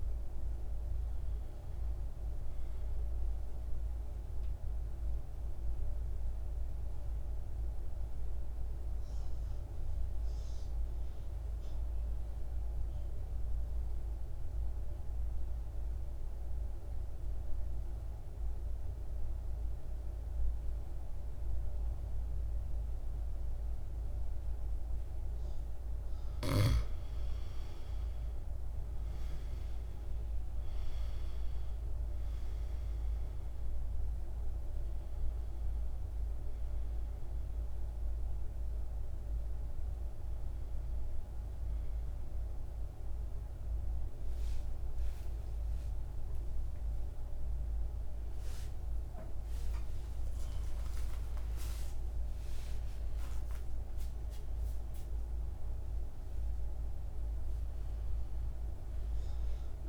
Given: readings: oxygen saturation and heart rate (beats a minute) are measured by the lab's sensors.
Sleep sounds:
breathing in sleep, hard to hear, by a room microphone; 1
0.00-9.50 s: oxygen desaturation (device-marked, oxygen 92% lowest, heart rate 52 extreme)
4.00-25.50 s: mixed apnea (oxygen 100% before, 87% lowest, heart rate 62 before, 52 extreme, up 13 after)
23.50-55.50 s: oxygen desaturation (device-marked, oxygen 98% before, 87% lowest, heart rate 57 before, 58 extreme)
25.50-59.89 s: new sleep stage, N1 (lightest sleep)
43.50-48.00 s: arousal
From the record:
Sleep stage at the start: N2 (light sleep); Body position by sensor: on the back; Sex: male

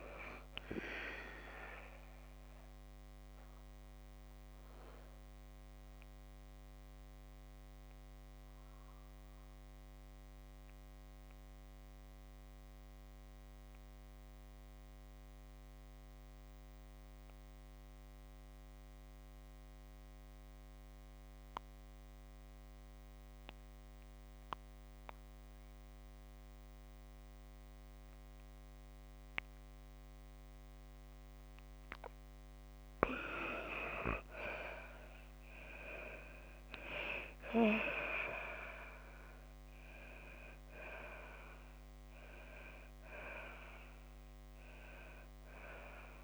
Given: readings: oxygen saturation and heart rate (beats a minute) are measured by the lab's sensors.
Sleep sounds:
breathing in sleep by a microphone on the trachea; 1
0.00-26.50 s: oxygen desaturation (device-marked, oxygen 84% lowest, heart rate 53 extreme)
4.00-31.00 s: obstructive apnea (oxygen 98% before, 83% lowest, heart rate 58 before, 53 extreme, up 30 after)
34.50-40.00 s: arousal
38.50-45.50 s: oxygen desaturation (device-marked, oxygen 97% before, 92% lowest, heart rate 64 before, 58 extreme)
From the record:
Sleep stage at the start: N2 (light sleep); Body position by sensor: on the back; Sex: female

